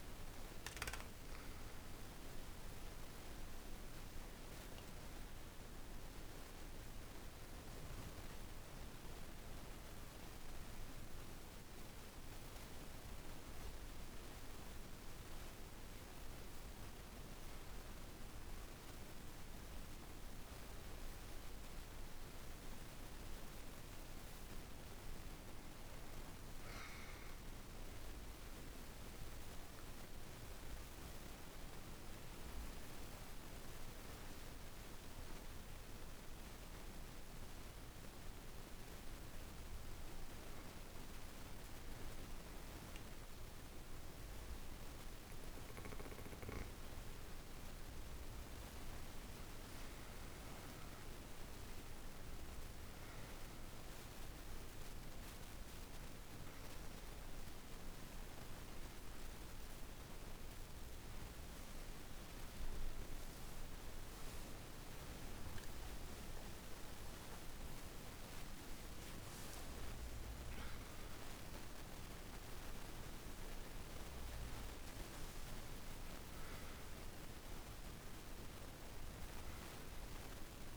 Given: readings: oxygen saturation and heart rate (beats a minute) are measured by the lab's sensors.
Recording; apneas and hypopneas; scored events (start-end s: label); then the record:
breathing in sleep, hard to hear, by a room microphone; 1
0.00-11.50 s: oxygen desaturation (device-marked, oxygen 91% lowest, heart rate 49 extreme)
21.50-25.50 s: arousal
27.50-42.50 s: obstructive apnea (oxygen 98% before, 89% lowest, heart rate 51 before, 46 extreme, up 22 after)
40.50-69.50 s: oxygen desaturation (device-marked, oxygen 98% before, 89% lowest)
45.00-49.00 s: arousal
64.50-69.00 s: arousal
From the record:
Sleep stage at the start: N2 (light sleep); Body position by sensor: on the back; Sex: female